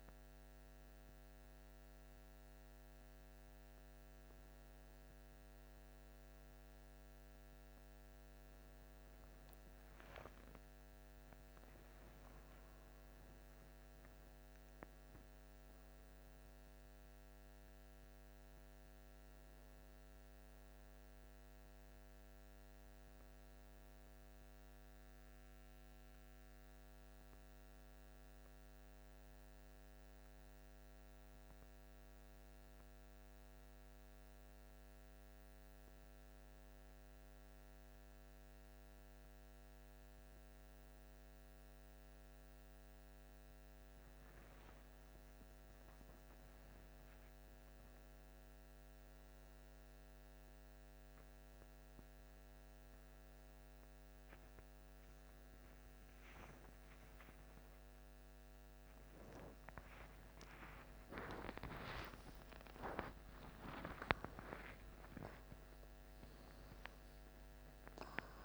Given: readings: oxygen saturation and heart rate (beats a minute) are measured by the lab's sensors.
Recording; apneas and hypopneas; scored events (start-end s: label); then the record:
a person partly awake in a sleep study, by a microphone on the trachea; none
10.50-14.50 s: arousal
46.50-68.45 s: new sleep stage, awake
From the record:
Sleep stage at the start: N1 (lightest sleep); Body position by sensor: on the back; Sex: male